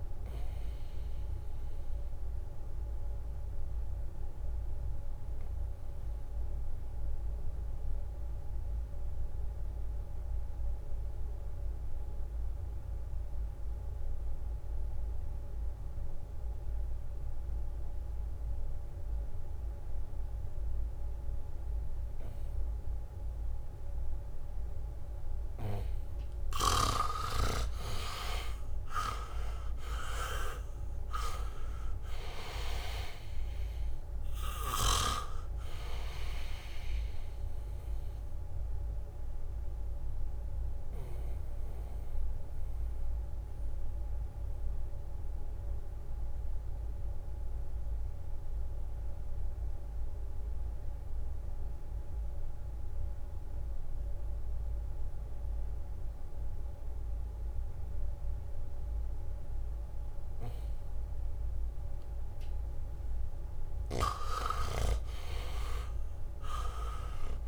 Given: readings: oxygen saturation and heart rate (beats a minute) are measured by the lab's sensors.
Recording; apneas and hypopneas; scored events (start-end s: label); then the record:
breathing in sleep by a room microphone; 2
0.00-16.50 s: oxygen desaturation (device-marked, oxygen 80% lowest, heart rate 63 extreme)
0.50-27.50 s: mixed apnea (oxygen 99% before, 77% lowest, heart rate 70 before, 63 extreme, up 7 after)
18.50-56.50 s: oxygen desaturation (device-marked, oxygen 99% before, 77% lowest, heart rate 72 before, 63 extreme)
23.00-26.00 s: leg movement (device-marked)
27.00-29.00 s: leg movement (device-marked)
30.00-34.00 s: arousal
34.00-38.50 s: leg movement (device-marked)
40.50-63.00 s: mixed apnea (oxygen 99% before, 77% lowest, heart rate 68 before, 67 extreme, up 0 after)
58.50-67.48 s: oxygen desaturation (device-marked, oxygen 99% before, 79% lowest, heart rate 73 before, 65 extreme)
61.50-67.48 s: leg movement (device-marked)
66.00-67.48 s: arousal
From the record:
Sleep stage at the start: N2 (light sleep); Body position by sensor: on the back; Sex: male